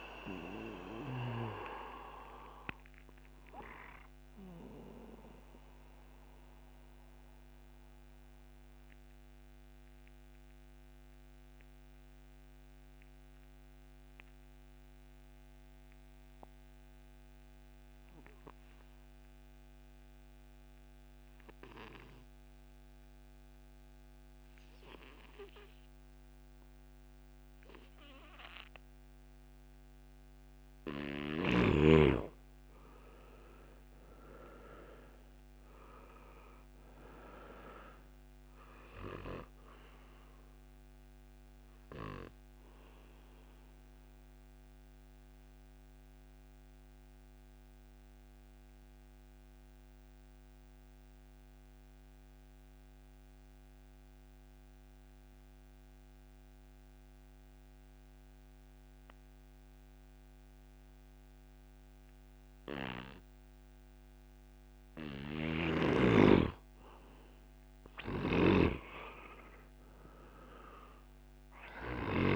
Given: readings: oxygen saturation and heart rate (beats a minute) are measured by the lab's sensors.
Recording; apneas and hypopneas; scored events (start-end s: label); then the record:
breathing in sleep by a microphone on the trachea; 2
0.00-19.00 s: oxygen desaturation (device-marked, oxygen 84% lowest)
4.50-29.50 s: mixed apnea (oxygen 98% before, 84% lowest)
31.00-59.00 s: oxygen desaturation (device-marked, oxygen 99% before, 84% lowest, heart rate 100 before, 68 extreme)
33.00-37.00 s: arousal
43.00-65.00 s: mixed apnea (oxygen 99% before, 82% lowest, heart rate 96 before, 68 extreme, up 0 after)
67.00-70.50 s: arousal
67.00-72.36 s: oxygen desaturation (device-marked, oxygen 99% before, 87% lowest)
From the record:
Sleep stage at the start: N2 (light sleep); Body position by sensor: on the back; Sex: male